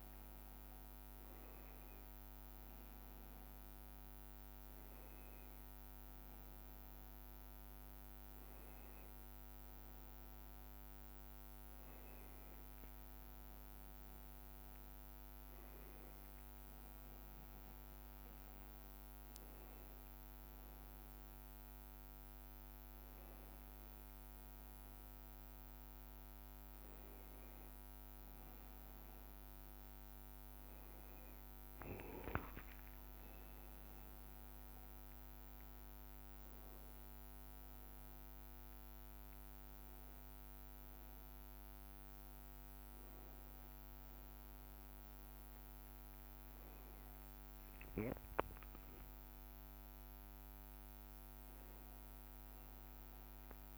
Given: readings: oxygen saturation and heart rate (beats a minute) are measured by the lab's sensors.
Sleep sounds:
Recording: breathing in sleep, hard to hear, by a microphone on the trachea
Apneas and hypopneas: none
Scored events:
7.00-9.00 s: long interval between heartbeats (device-marked, heart rate 100 before, 100 extreme)
16.00-18.00 s: long interval between heartbeats (device-marked, heart rate 100 before, 110 extreme)
50.50-52.50 s: long interval between heartbeats (device-marked, heart rate 100 before, 99 extreme)
From the record:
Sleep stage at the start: N2 (light sleep)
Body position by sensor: upright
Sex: male

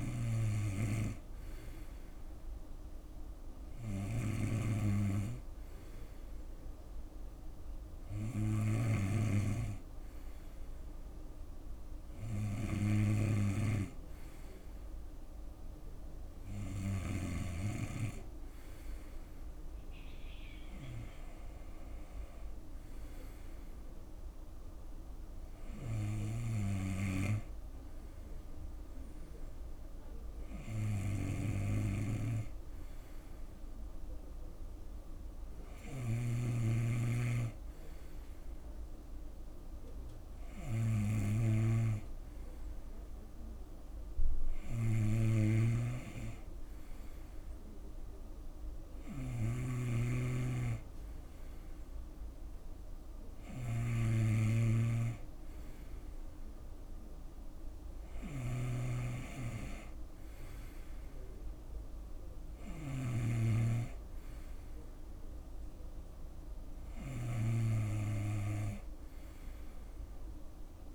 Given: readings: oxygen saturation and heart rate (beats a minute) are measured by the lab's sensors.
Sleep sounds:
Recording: breathing in sleep by a room microphone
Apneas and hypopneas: none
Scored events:
0.00-17.00 s: snoring (device-marked)
30.50-70.95 s: snoring (device-marked)
From the record:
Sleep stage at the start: N2 (light sleep)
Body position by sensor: on the right side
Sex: male

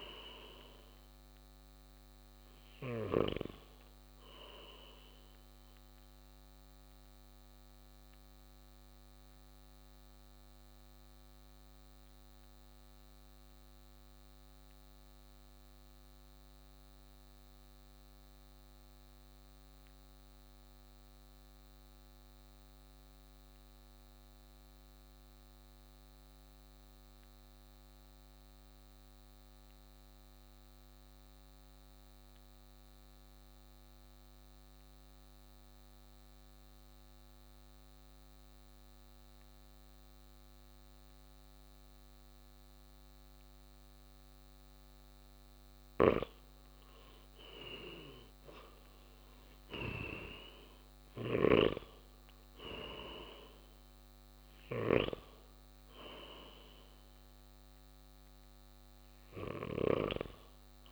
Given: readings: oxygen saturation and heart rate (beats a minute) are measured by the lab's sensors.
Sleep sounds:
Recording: breathing in sleep by a microphone on the trachea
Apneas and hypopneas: 1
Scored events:
0.00-18.50 s: oxygen desaturation (device-marked, oxygen 88% lowest, heart rate 56 extreme)
7.50-45.50 s: mixed apnea (oxygen 97% before, 84% lowest, heart rate 63 before, 55 extreme, up 7 after)
33.50-60.92 s: oxygen desaturation (device-marked, oxygen 99% before, 84% lowest, heart rate 57 before, 54 extreme)
47.50-51.00 s: arousal
From the record:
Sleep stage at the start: N2 (light sleep)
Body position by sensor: on the right side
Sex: male

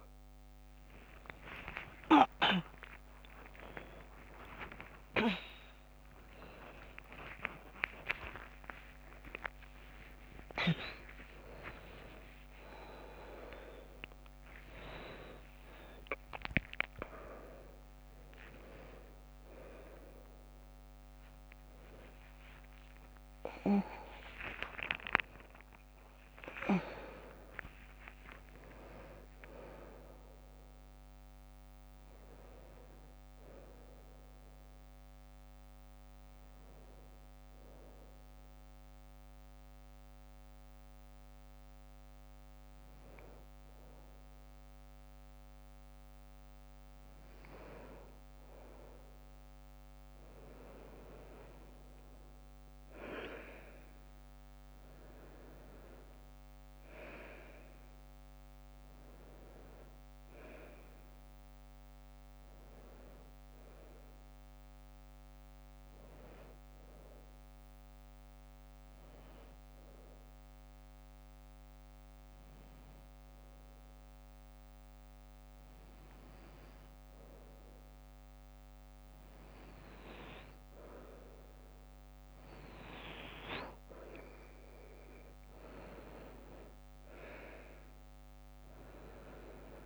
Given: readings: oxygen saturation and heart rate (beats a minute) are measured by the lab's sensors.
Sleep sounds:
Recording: a person partly awake in a sleep study, by a microphone on the trachea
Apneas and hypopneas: 2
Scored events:
0.00-21.50 s: oxygen desaturation (device-marked, oxygen 84% lowest, heart rate 60 extreme)
1.50-31.50 s: new sleep stage, awake
2.50-4.50 s: long interval between heartbeats (device-marked, heart rate 61 before, 80 extreme)
5.50-18.50 s: tachycardia (device-marked, heart rate 61 before, 171 extreme)
12.00-14.00 s: long interval between heartbeats (device-marked, heart rate 79 before, 145 extreme)
16.00-18.00 s: long interval between heartbeats (device-marked, heart rate 99 before, 161 extreme)
31.50-61.50 s: new sleep stage, N1 (lightest sleep)
38.00-49.00 s: hypopnea (oxygen 100% before, 92% lowest, heart rate 80 before, 59 extreme, up 5 after)
51.00-54.50 s: arousal
52.50-69.50 s: oxygen desaturation (device-marked, oxygen 98% before, 92% lowest, heart rate 61 before, 58 extreme)
61.50-89.86 s: new sleep stage, N2 (light sleep)
69.50-81.00 s: hypopnea (oxygen 98% before, 92% lowest, heart rate 62 before, 58 extreme, up 7 after)
85.50-89.50 s: arousal
87.50-89.86 s: oxygen desaturation (device-marked, oxygen 97% before, 92% lowest, heart rate 60 before, 58 extreme)
From the record:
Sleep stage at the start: N2 (light sleep)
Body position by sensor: on the front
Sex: female

